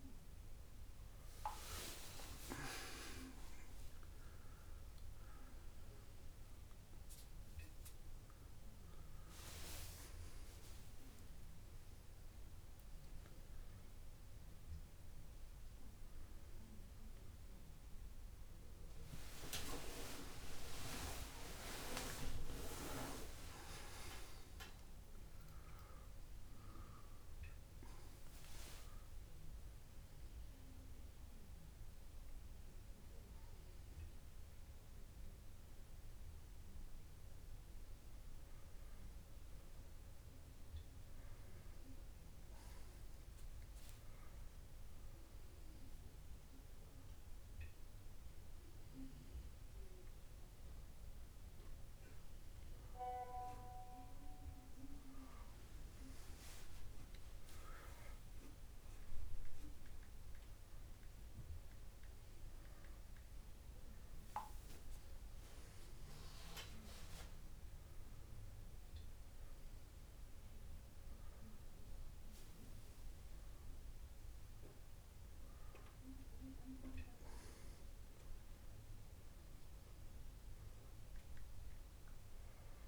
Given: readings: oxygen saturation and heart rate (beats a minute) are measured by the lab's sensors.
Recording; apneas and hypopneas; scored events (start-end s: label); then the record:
a person awake in a sleep study, by a room microphone; none
20.00-22.00 s: long interval between heartbeats (device-marked)
23.00-25.00 s: long interval between heartbeats (device-marked)
37.00-39.00 s: long interval between heartbeats (device-marked)
49.50-51.50 s: long interval between heartbeats (device-marked)
74.50-76.50 s: long interval between heartbeats (device-marked)
From the record:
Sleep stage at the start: awake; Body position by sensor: on the back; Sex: male